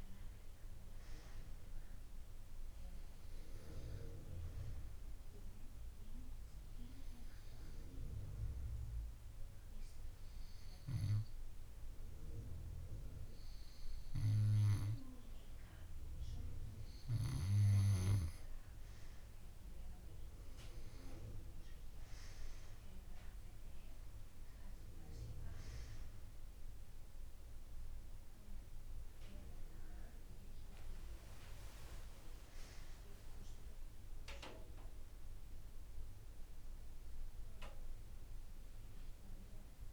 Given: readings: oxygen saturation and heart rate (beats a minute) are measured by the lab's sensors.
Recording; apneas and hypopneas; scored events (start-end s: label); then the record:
breathing in sleep by a room microphone; none
34.00-37.00 s: arousal
From the record:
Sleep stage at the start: N2 (light sleep); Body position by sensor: on the right side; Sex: female